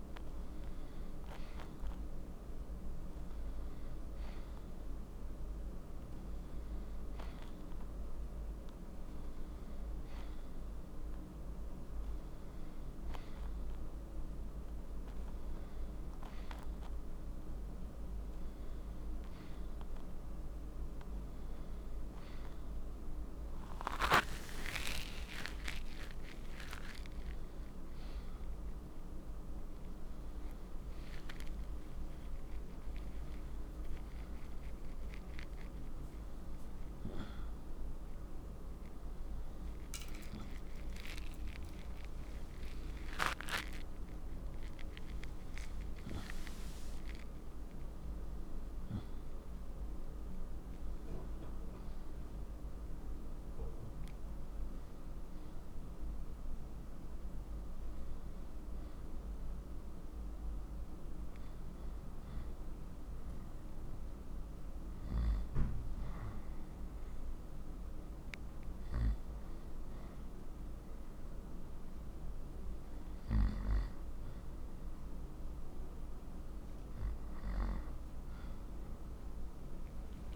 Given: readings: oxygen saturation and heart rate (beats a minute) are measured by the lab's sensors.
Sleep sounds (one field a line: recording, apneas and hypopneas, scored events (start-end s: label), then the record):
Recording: a person partly awake in a sleep study, by a room microphone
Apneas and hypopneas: none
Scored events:
29.50-59.50 s: new sleep stage, awake
59.50-80.35 s: new sleep stage, N1 (lightest sleep)
From the record:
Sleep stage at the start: N1 (lightest sleep)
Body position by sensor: on the right side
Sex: male